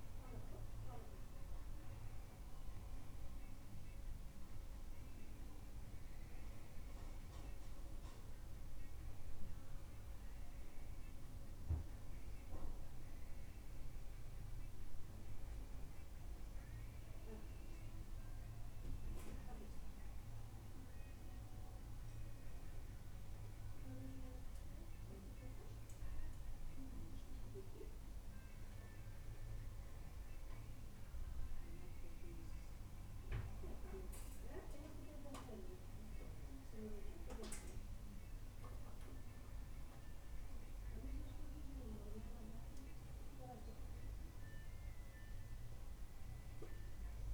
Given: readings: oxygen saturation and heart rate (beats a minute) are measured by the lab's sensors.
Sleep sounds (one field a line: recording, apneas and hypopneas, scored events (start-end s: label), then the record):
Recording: breathing in sleep by a room microphone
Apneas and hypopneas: none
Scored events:
none scored
From the record:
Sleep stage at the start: N1 (lightest sleep)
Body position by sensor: on the back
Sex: male